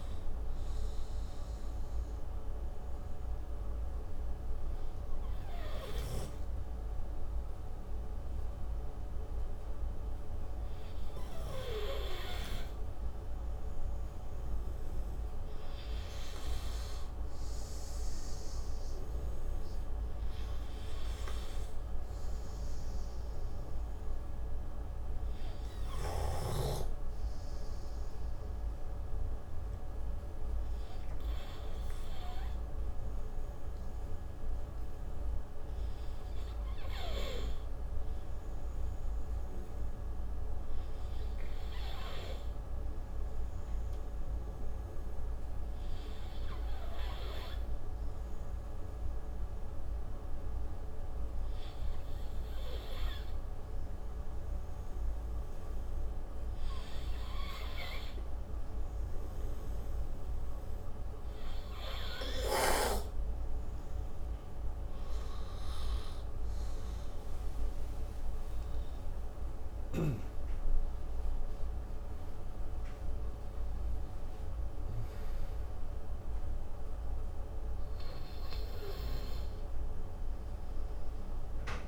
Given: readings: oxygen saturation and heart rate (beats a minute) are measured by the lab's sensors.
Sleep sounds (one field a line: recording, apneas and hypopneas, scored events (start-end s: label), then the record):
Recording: breathing in sleep by a room microphone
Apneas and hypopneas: 3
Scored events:
1.00-14.00 s: obstructive apnea (oxygen 95% before, 91% lowest)
14.00-22.00 s: oxygen desaturation (device-marked, oxygen 100% before, 95% lowest)
16.50-19.50 s: arousal
24.00-29.00 s: oxygen desaturation (device-marked, oxygen 98% before, 91% lowest)
24.50-36.00 s: obstructive apnea (oxygen 100% before, 91% lowest)
38.50-41.50 s: arousal
44.50-64.50 s: obstructive apnea (oxygen 98% before, 91% lowest)
68.00-72.50 s: arousal
68.00-80.00 s: oxygen desaturation (device-marked, oxygen 95% before, 91% lowest)
From the record:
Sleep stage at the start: N2 (light sleep)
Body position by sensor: on the right side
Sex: male